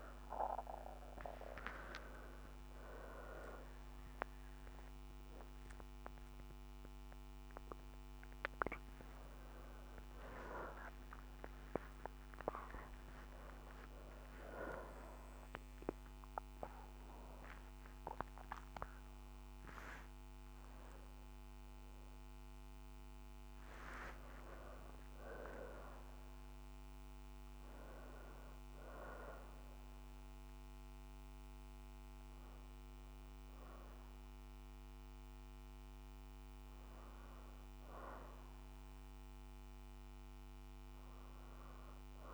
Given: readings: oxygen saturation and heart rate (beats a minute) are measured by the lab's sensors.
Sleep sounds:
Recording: a person partly awake in a sleep study, by a microphone on the trachea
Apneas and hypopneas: none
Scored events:
3.00-19.00 s: oxygen desaturation (device-marked, oxygen 96% before, 90% lowest, heart rate 76 before, 60 extreme)
15.00-42.34 s: new sleep stage, N1 (lightest sleep)
35.00-42.34 s: oxygen desaturation (device-marked, oxygen 94% before, 91% lowest, heart rate 81 before, 60 extreme)
From the record:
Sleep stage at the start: awake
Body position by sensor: on the back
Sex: female

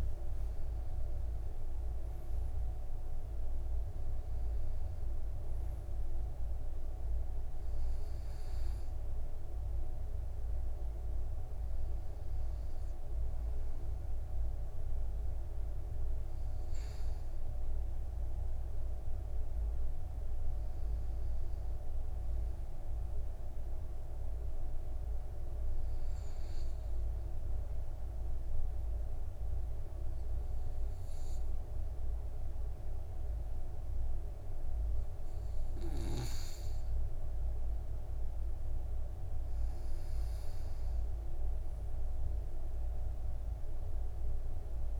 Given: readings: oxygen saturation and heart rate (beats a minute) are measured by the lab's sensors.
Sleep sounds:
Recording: breathing in sleep, hard to hear, by a room microphone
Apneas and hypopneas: 1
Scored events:
5.00-24.00 s: oxygen desaturation (device-marked, oxygen 94% before, 91% lowest, heart rate 66 before, 55 extreme)
26.00-40.00 s: obstructive apnea (oxygen 98% before, 93% lowest, heart rate 70 before, 57 extreme, up 16 after)
42.00-45.00 s: arousal
From the record:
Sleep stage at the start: N2 (light sleep)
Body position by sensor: on the right side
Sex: male

